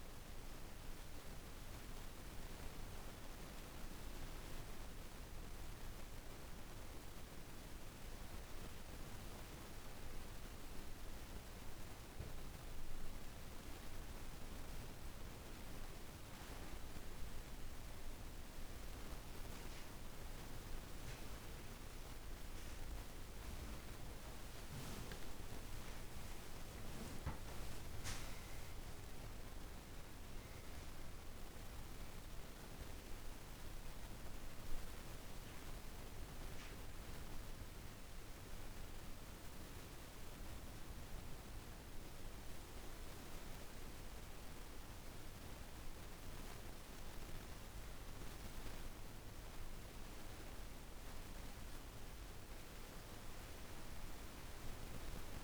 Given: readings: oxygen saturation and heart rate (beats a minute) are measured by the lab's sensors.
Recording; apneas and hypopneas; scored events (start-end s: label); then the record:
breathing in sleep, hard to hear, by a room microphone; none
19.00-33.00 s: oxygen desaturation (device-marked, oxygen 95% before, 92% lowest)
22.50-27.50 s: arousal
From the record:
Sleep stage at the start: N1 (lightest sleep); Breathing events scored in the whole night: 171 in 4.5 hours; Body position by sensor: on the back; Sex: female